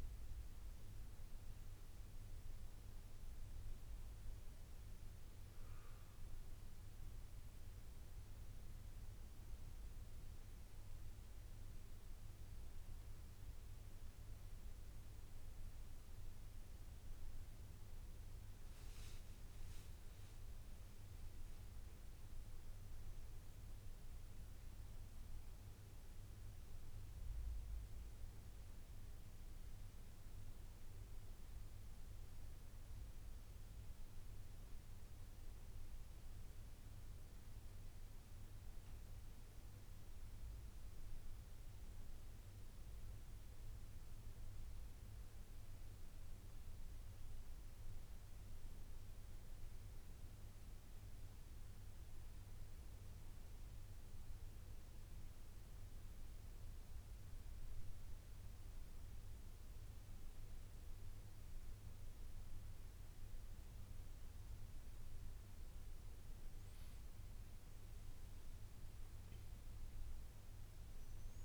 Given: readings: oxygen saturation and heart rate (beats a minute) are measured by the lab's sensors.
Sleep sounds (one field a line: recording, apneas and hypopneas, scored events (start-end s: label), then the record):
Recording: breathing in sleep, hard to hear, by a room microphone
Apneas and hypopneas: none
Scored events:
18.50-22.00 s: arousal
64.00-71.45 s: new sleep stage, N2 (light sleep)
From the record:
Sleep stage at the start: N1 (lightest sleep)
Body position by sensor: on the right side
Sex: male